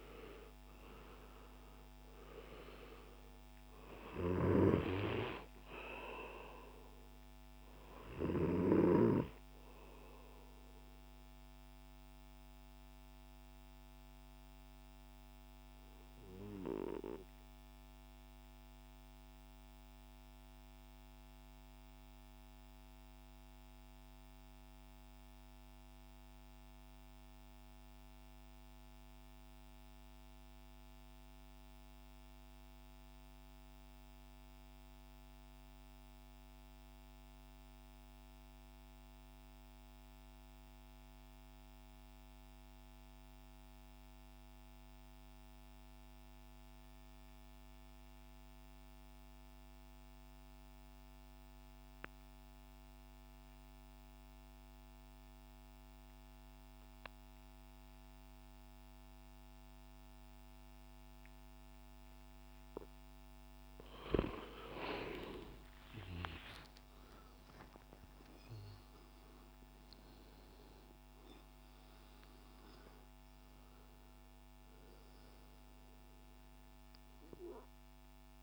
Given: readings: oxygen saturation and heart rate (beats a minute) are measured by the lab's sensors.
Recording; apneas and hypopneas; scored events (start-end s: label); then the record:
breathing in sleep by a microphone on the trachea; 1
0.00-21.00 s: oxygen desaturation (device-marked, oxygen 86% lowest, heart rate 58 extreme)
11.00-64.00 s: mixed apnea (oxygen 96% before, 82% lowest, heart rate 69 before, 60 extreme, up 12 after)
42.00-78.43 s: oxygen desaturation (device-marked, oxygen 98% before, 82% lowest, heart rate 69 before, 60 extreme)
65.00-70.00 s: arousal
From the record:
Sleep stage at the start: N2 (light sleep); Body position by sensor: on the back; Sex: male